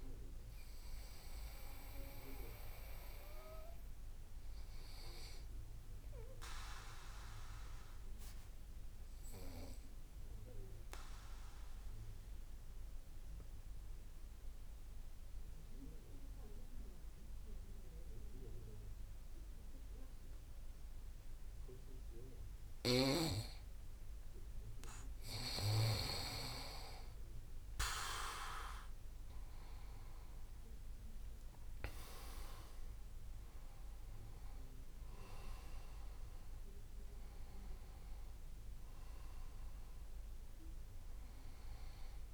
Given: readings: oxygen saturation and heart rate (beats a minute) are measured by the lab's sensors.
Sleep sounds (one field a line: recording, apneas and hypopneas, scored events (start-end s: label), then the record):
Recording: breathing in sleep by a room microphone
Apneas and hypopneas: 1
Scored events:
0.00-14.50 s: oxygen desaturation (device-marked, oxygen 92% lowest)
7.50-23.50 s: obstructive apnea (oxygen 97% before, 91% lowest)
28.00-32.50 s: arousal
32.50-42.34 s: oxygen desaturation (device-marked, oxygen 97% before, 91% lowest)
From the record:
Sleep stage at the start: N2 (light sleep)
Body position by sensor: on the back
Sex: male